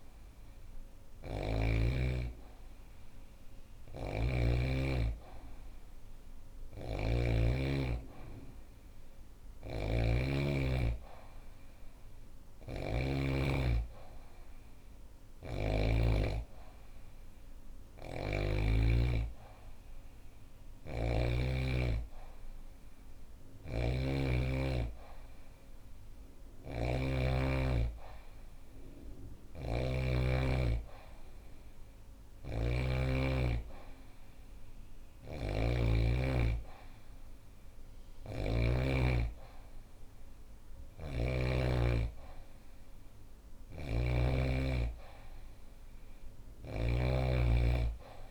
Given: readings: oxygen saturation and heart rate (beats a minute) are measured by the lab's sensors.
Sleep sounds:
breathing in sleep by a room microphone; none
0.00-1.00 s: snoring (device-marked)
3.00-12.50 s: snoring (device-marked)
14.50-18.00 s: snoring (device-marked)
22.50-26.50 s: snoring (device-marked)
28.50-38.00 s: snoring (device-marked)
40.00-48.31 s: snoring (device-marked)
From the record:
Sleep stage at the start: N2 (light sleep); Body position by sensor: on the back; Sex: female

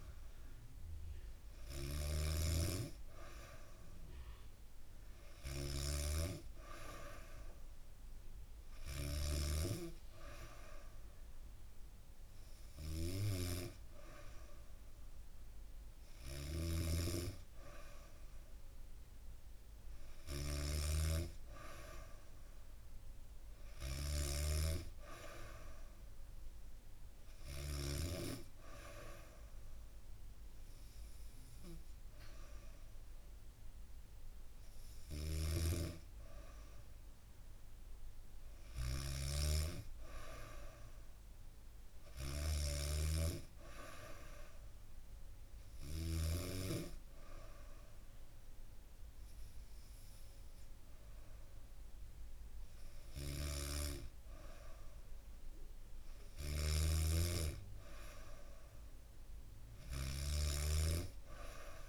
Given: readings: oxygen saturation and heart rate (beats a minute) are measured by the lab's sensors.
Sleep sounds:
breathing in sleep by a room microphone; none
0.00-27.50 s: snoring (device-marked)
34.50-45.50 s: snoring (device-marked)
52.50-61.89 s: snoring (device-marked)
From the record:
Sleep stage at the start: N2 (light sleep); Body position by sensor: on the back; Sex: female

